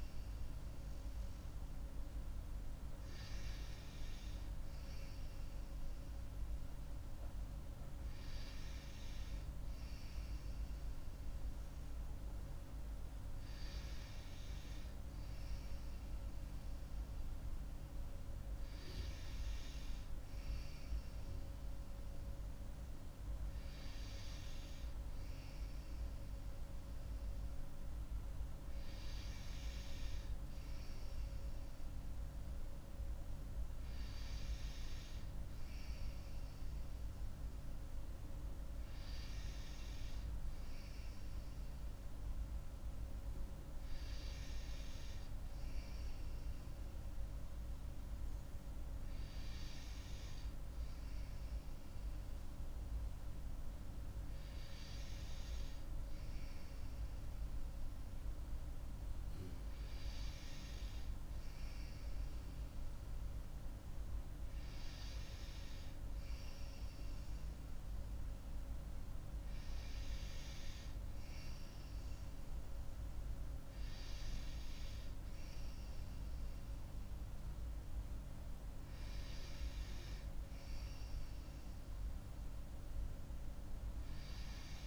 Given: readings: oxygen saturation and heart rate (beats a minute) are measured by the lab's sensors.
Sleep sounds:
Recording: breathing in sleep, hard to hear, by a room microphone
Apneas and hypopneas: none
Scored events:
none scored
From the record:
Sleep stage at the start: N2 (light sleep)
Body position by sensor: on the right side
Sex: female

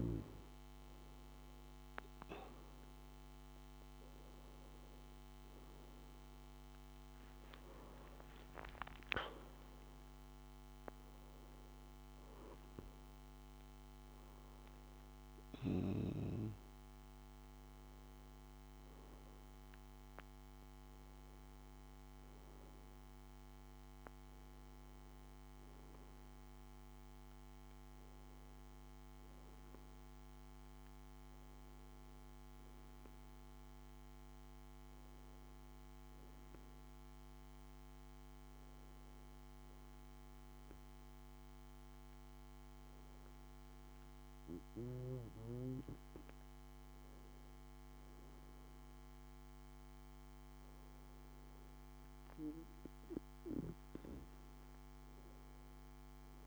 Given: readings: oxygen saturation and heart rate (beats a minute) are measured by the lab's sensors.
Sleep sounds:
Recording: breathing in sleep by a microphone on the trachea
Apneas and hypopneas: none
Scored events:
7.50-11.50 s: arousal
From the record:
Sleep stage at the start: N2 (light sleep)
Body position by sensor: on the back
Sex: male

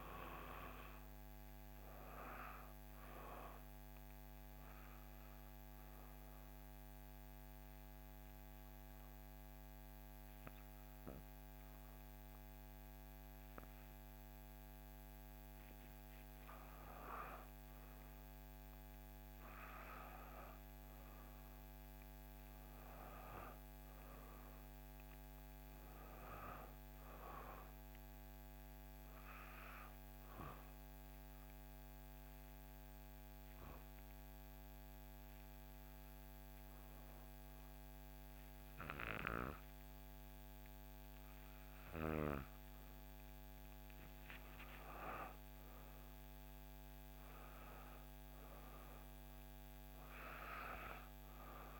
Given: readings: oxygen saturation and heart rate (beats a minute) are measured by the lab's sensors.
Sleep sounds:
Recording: breathing in sleep by a microphone on the trachea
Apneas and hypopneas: 2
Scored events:
0.00-13.00 s: oxygen desaturation (device-marked, oxygen 93% lowest, heart rate 58 extreme)
5.00-17.00 s: obstructive apnea (oxygen 97% before, 92% lowest, heart rate 61 before, 58 extreme, up 3 after)
19.00-23.00 s: arousal
30.50-43.50 s: obstructive apnea (oxygen 96% before, 92% lowest, heart rate 60 before, 58 extreme, up 4 after)
46.00-50.00 s: arousal
From the record:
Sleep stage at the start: N2 (light sleep)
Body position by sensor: on the back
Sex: female

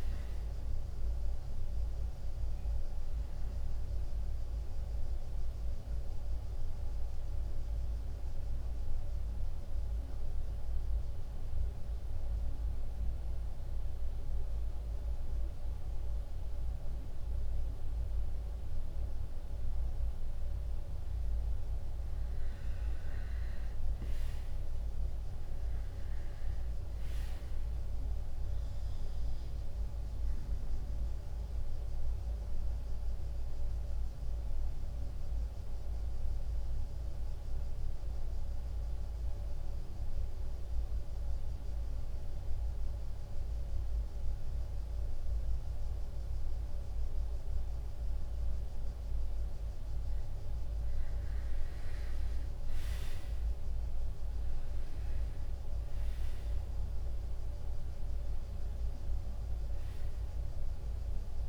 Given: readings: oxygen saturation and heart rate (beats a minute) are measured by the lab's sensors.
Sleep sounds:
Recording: breathing in sleep, hard to hear, by a room microphone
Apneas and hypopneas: 2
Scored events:
0.00-8.00 s: drop in pulse transit time (device-marked, heart rate 90 extreme)
5.00-21.00 s: mixed apnea (oxygen 97% before, 92% lowest, heart rate 93 before, 89 extreme, up 1 after)
24.00-36.00 s: drop in pulse transit time (device-marked, heart rate 93 before, 89 extreme)
24.50-28.00 s: arousal
31.50-49.50 s: obstructive apnea (oxygen 96% before, 92% lowest, heart rate 92 before, 91 extreme, up 3 after)
49.00-60.00 s: oxygen desaturation (device-marked, oxygen 95% before, 92% lowest, heart rate 93 before, 93 extreme)
52.00-61.49 s: drop in pulse transit time (device-marked, heart rate 93 before, 91 extreme)
52.50-57.00 s: arousal
From the record:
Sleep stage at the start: N2 (light sleep)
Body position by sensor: on the right side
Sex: male

